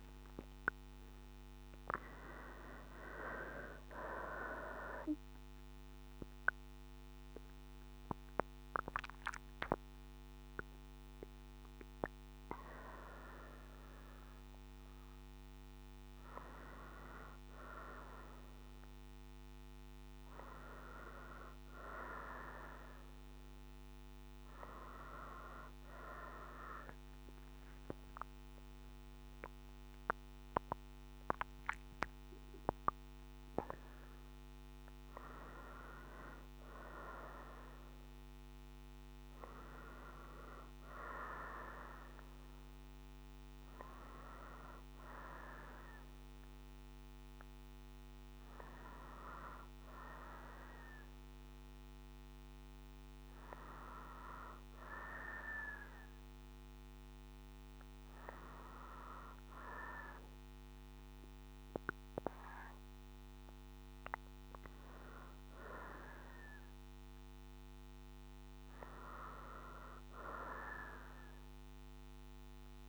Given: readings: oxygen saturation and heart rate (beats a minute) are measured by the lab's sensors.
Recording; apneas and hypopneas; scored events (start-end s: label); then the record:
breathing in sleep by a microphone on the trachea; none
28.00-32.00 s: arousal
44.00-52.00 s: oxygen desaturation (device-marked, oxygen 96% before, 92% lowest, heart rate 69 before, 60 extreme)
From the record:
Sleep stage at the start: N2 (light sleep); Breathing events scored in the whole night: 117 in 3.9 hours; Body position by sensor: on the front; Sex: female